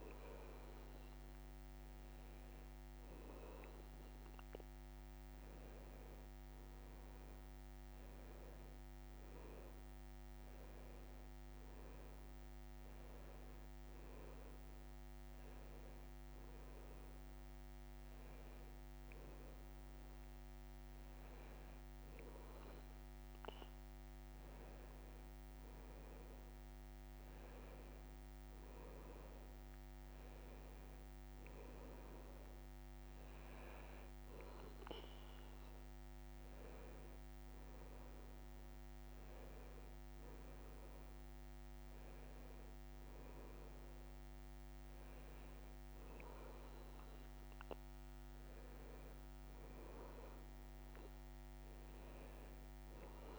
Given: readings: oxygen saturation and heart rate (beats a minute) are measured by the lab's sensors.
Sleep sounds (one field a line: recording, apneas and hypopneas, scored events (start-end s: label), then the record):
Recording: breathing in sleep, hard to hear, by a microphone on the trachea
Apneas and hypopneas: none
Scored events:
none scored
From the record:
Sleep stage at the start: N2 (light sleep)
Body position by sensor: on the back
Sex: male